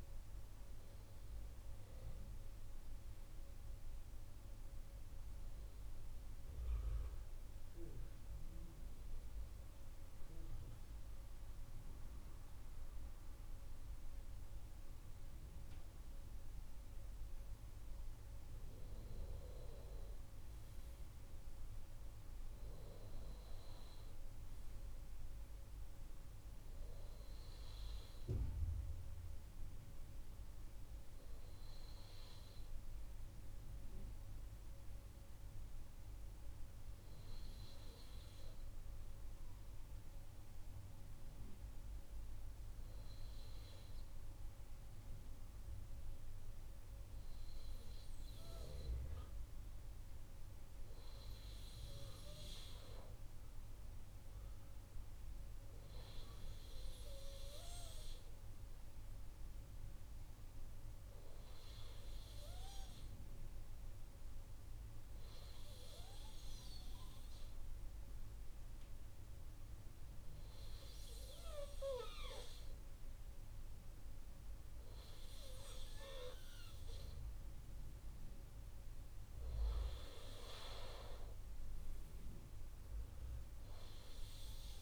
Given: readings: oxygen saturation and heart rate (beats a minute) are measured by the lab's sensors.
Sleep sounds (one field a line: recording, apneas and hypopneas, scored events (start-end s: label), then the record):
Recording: breathing in sleep by a room microphone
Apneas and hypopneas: none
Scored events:
none scored
From the record:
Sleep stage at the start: N2 (light sleep)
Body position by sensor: on the right side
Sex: male